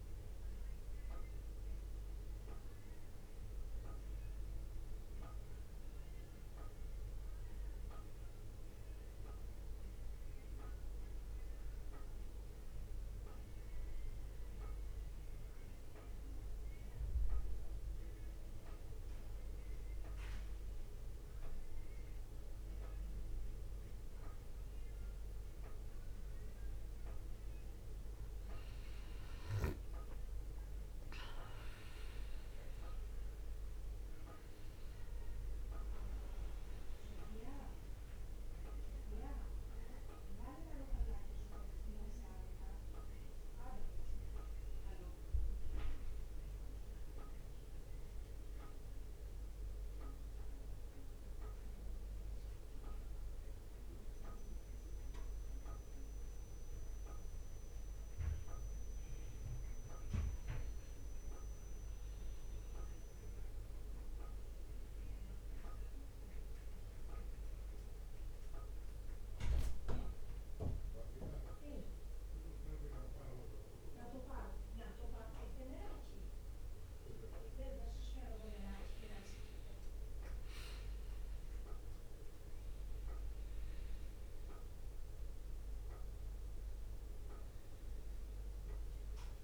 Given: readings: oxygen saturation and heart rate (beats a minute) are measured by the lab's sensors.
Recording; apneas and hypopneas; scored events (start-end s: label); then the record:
breathing in sleep by a room microphone; 2
9.50-13.00 s: arousal
17.00-29.50 s: obstructive apnea (oxygen 95% before, 88% lowest, heart rate 66 before, 61 extreme, up 4 after)
31.50-49.50 s: drop in pulse transit time (device-marked, heart rate 67 before, 61 extreme)
32.00-36.00 s: arousal
57.50-89.44 s: new sleep stage, N2 (light sleep)
58.00-61.50 s: arousal
65.00-78.00 s: obstructive apnea (oxygen 96% before, 93% lowest, heart rate 64 before, 60 extreme, up 1 after)
81.50-85.00 s: arousal
From the record:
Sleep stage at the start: N1 (lightest sleep); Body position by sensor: on the back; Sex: male